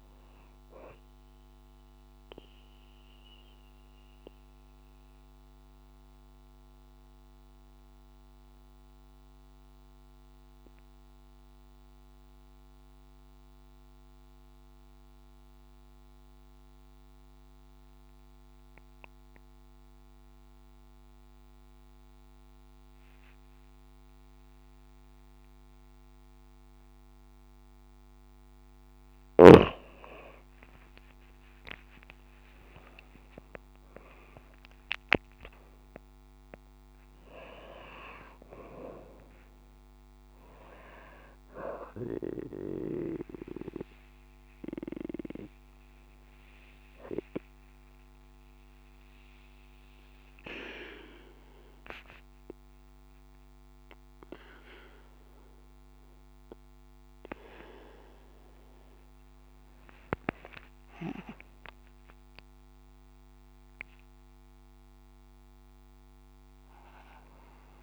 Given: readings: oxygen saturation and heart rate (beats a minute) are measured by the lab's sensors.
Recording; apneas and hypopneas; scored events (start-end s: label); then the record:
breathing in sleep by a microphone on the trachea; 1
0.00-19.50 s: oxygen desaturation (device-marked, oxygen 90% lowest)
3.50-27.50 s: mixed apnea (oxygen 97% before, 90% lowest)
30.50-34.00 s: arousal
31.00-33.00 s: long interval between heartbeats (device-marked)
34.50-66.50 s: oxygen desaturation (device-marked, oxygen 97% before, 92% lowest)
60.00-62.00 s: long interval between heartbeats (device-marked)
From the record:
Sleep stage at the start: N2 (light sleep); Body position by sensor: on the back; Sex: female